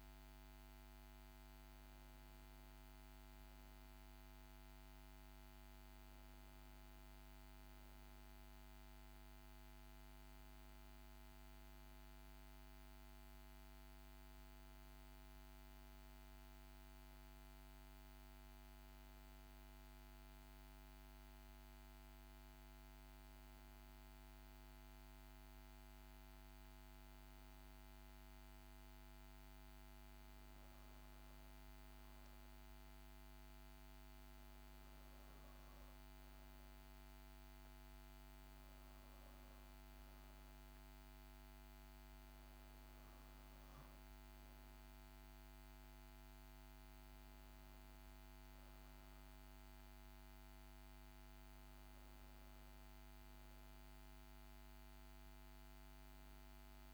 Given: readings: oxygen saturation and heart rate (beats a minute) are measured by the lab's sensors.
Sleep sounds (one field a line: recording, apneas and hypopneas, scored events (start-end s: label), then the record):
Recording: breathing in sleep, hard to hear, by a microphone on the trachea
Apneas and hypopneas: none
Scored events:
0.50-4.50 s: arousal
From the record:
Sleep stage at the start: N2 (light sleep)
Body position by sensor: on the back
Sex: female